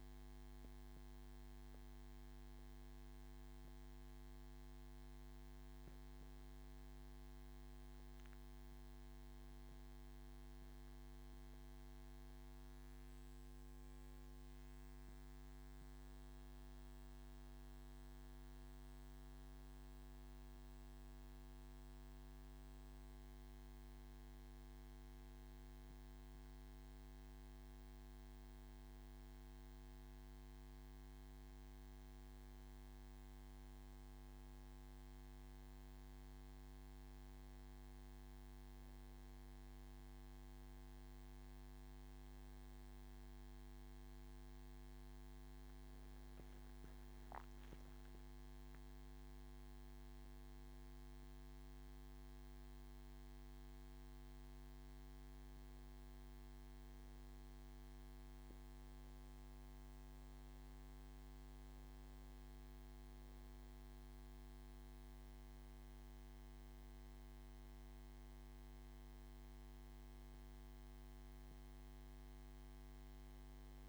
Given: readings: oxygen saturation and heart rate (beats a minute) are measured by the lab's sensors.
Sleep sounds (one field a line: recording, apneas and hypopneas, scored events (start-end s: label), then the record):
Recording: a person awake in a sleep study, hard to hear, by a microphone on the trachea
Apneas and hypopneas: none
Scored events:
none scored
From the record:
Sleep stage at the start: awake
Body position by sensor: on the back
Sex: male